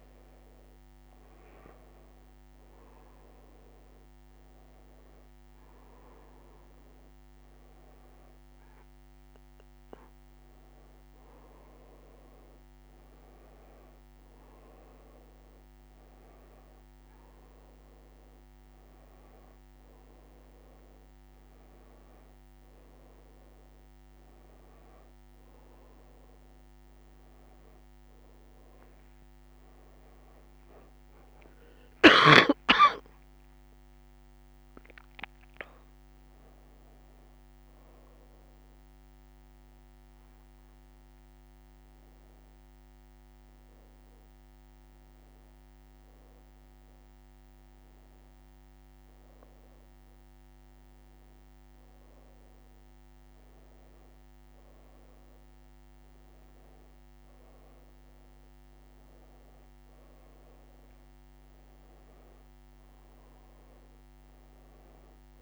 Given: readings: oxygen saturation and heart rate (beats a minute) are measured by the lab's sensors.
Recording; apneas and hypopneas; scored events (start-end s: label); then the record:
a person awake in a sleep study, hard to hear, by a microphone on the trachea; none
57.50-65.42 s: new sleep stage, N1 (lightest sleep)
From the record:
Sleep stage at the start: awake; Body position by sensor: on the back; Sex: female